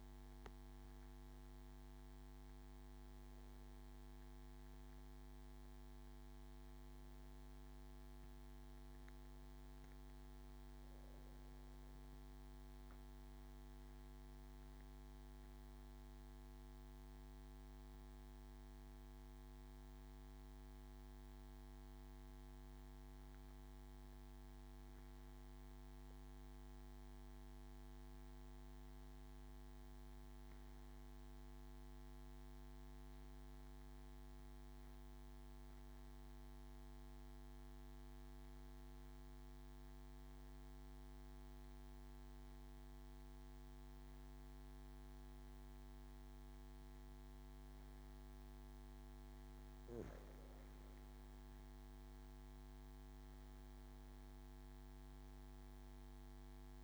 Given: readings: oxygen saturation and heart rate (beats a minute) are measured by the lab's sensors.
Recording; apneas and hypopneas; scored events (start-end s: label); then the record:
breathing in sleep, hard to hear, by a microphone on the trachea; 1
0.00-2.00 s: oxygen desaturation (device-marked, oxygen 89% lowest)
13.00-47.50 s: obstructive apnea (oxygen 95% before, 91% lowest)
36.00-56.84 s: oxygen desaturation (device-marked, oxygen 98% before, 91% lowest)
50.50-54.00 s: arousal
From the record:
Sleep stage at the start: N2 (light sleep); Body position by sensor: on the back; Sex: male